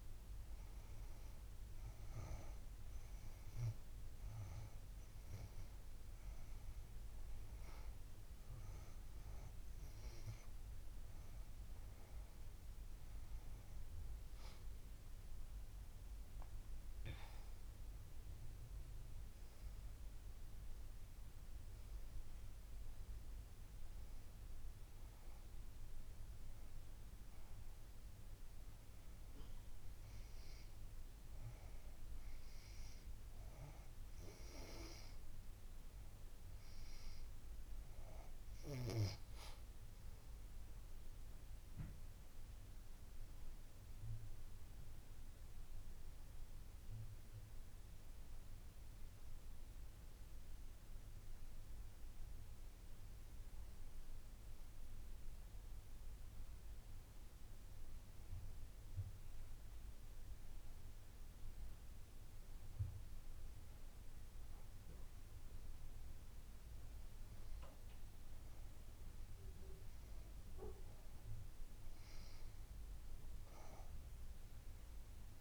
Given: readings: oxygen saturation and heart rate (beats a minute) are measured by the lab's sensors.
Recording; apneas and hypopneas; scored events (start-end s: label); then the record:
breathing in sleep, hard to hear, by a room microphone; none
none scored
From the record:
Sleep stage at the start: N2 (light sleep); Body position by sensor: on the back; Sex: female